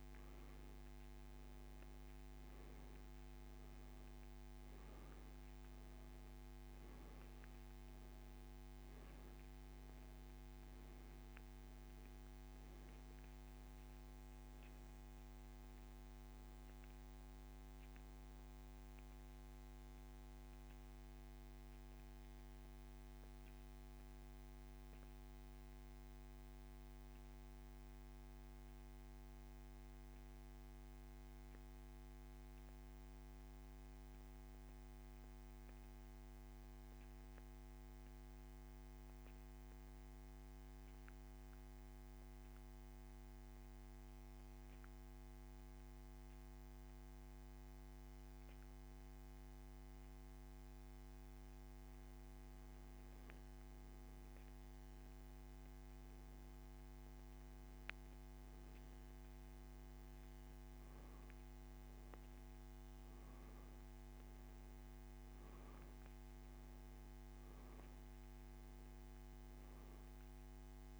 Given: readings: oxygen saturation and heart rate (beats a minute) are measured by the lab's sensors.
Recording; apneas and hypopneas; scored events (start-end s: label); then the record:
breathing in sleep, hard to hear, by a microphone on the trachea; 1
12.50-45.50 s: oxygen desaturation (device-marked, oxygen 96% before, 89% lowest)
25.50-50.50 s: central apnea (oxygen 96% before, 88% lowest)
54.50-58.50 s: arousal
64.50-71.00 s: oxygen desaturation (device-marked, oxygen 97% before, 88% lowest)
From the record:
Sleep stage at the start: N2 (light sleep); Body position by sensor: on the back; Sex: male